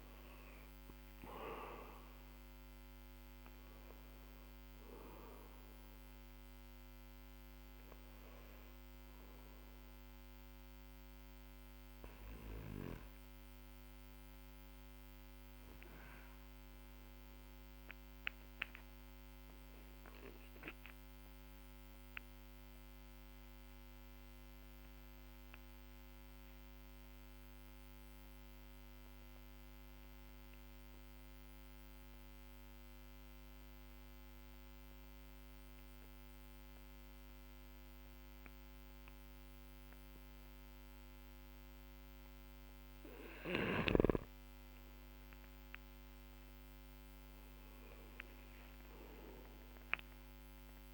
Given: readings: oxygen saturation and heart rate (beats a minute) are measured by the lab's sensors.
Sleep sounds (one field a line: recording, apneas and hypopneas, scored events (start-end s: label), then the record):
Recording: breathing in sleep by a microphone on the trachea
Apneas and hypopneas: 1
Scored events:
0.00-5.50 s: oxygen desaturation (device-marked, oxygen 93% lowest, heart rate 46 extreme)
7.50-29.50 s: oxygen desaturation (device-marked, oxygen 95% before, 89% lowest, heart rate 58 before, 45 extreme)
11.00-40.00 s: obstructive apnea (oxygen 96% before, 89% lowest, heart rate 56 before, 41 extreme, up 10 after)
44.00-48.50 s: arousal
48.50-50.94 s: oxygen desaturation (device-marked, oxygen 98% before, 92% lowest, heart rate 51 before, 41 extreme)
From the record:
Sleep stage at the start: N2 (light sleep)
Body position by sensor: on the back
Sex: male